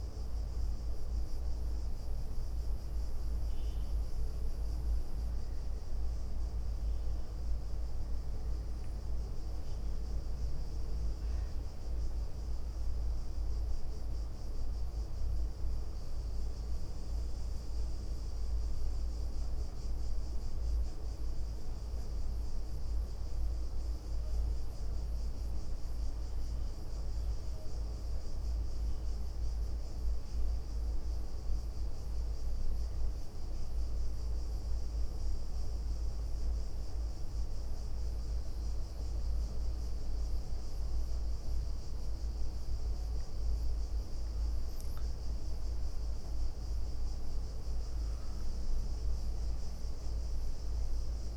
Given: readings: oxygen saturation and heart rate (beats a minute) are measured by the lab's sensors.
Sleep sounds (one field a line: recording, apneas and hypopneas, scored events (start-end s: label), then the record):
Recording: breathing in sleep, hard to hear, by a room microphone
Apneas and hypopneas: none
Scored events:
5.00-6.50 s: leg movement (device-marked)
14.00-15.50 s: leg movement (device-marked)
17.00-18.50 s: leg movement (device-marked)
20.50-22.00 s: leg movement (device-marked)
23.50-24.50 s: leg movement (device-marked)
26.00-27.50 s: leg movement (device-marked)
28.50-30.50 s: leg movement (device-marked)
32.00-33.00 s: leg movement (device-marked)
41.50-43.00 s: leg movement (device-marked)
From the record:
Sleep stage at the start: N1 (lightest sleep)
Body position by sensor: on the right side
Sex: female